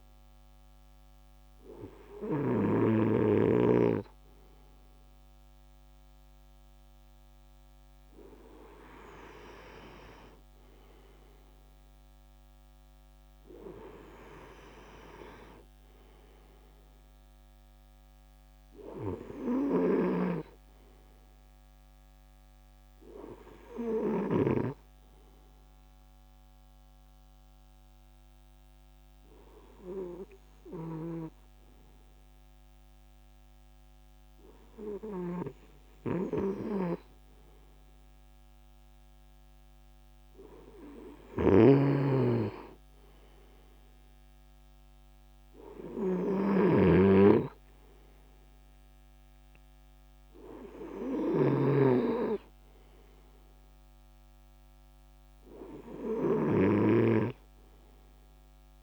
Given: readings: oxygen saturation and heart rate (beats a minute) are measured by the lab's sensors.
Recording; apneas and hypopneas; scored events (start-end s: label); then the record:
breathing in sleep by a microphone on the trachea; none
5.50-10.00 s: arousal
41.00-46.50 s: snoring (device-marked)
From the record:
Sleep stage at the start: N2 (light sleep); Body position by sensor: on the right side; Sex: male